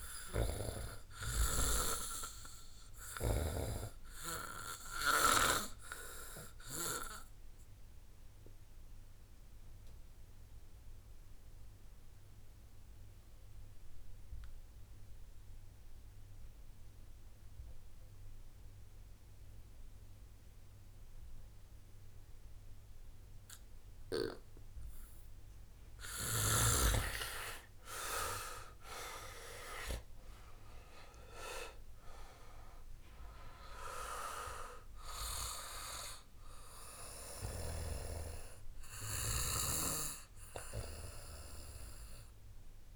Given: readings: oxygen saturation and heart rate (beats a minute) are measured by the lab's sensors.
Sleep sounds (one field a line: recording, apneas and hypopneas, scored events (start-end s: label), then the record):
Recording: breathing in sleep by a room microphone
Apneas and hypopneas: 1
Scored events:
6.00-23.00 s: obstructive apnea (oxygen 90% before, 85% lowest)
27.00-31.50 s: arousal
35.00-42.96 s: oxygen desaturation (device-marked, oxygen 92% before, 85% lowest)
From the record:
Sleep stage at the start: REM sleep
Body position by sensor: on the back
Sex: male